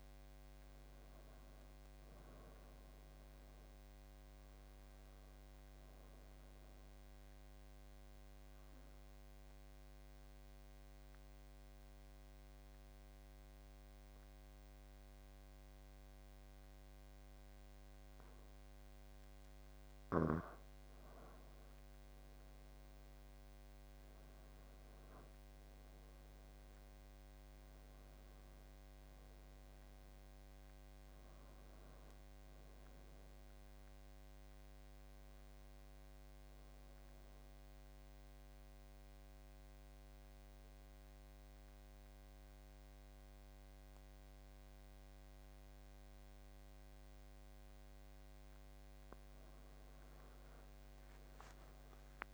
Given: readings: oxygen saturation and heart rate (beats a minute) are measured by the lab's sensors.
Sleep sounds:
breathing in sleep, hard to hear, by a microphone on the trachea; 2
2.50-14.50 s: oxygen desaturation (device-marked, oxygen 93% before, 90% lowest, heart rate 82 before, 74 extreme)
4.00-19.00 s: obstructive apnea (oxygen 97% before, 89% lowest, heart rate 82 before, 74 extreme, up 8 after)
21.00-24.50 s: arousal
25.50-44.50 s: oxygen desaturation (device-marked, oxygen 95% before, 89% lowest, heart rate 79 before, 64 extreme)
32.50-48.00 s: obstructive apnea (oxygen 95% before, 84% lowest, heart rate 80 before, 64 extreme, up 19 after)
51.00-52.34 s: arousal
From the record:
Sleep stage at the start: N2 (light sleep); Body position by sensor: on the back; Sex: male

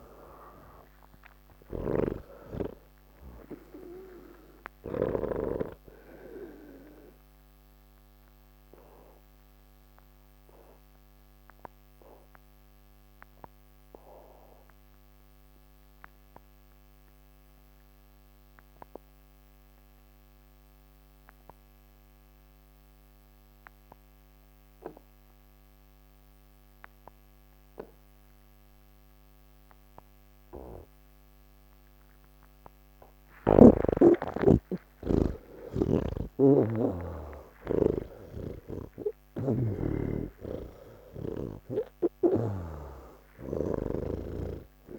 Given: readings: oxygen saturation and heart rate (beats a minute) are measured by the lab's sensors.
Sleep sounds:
breathing in sleep by a microphone on the trachea; 1
0.00-16.50 s: oxygen desaturation (device-marked, oxygen 80% lowest, heart rate 33 extreme)
5.50-34.00 s: obstructive apnea (oxygen 99% before, 80% lowest, heart rate 100 before, 33 extreme, up 32 after)
34.50-44.99 s: oxygen desaturation (device-marked, oxygen 97% before, 80% lowest, heart rate 99 before, 66 extreme)
36.00-40.00 s: snoring (device-marked)
42.00-44.99 s: snoring (device-marked)
From the record:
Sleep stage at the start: N1 (lightest sleep); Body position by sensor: on the back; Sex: male

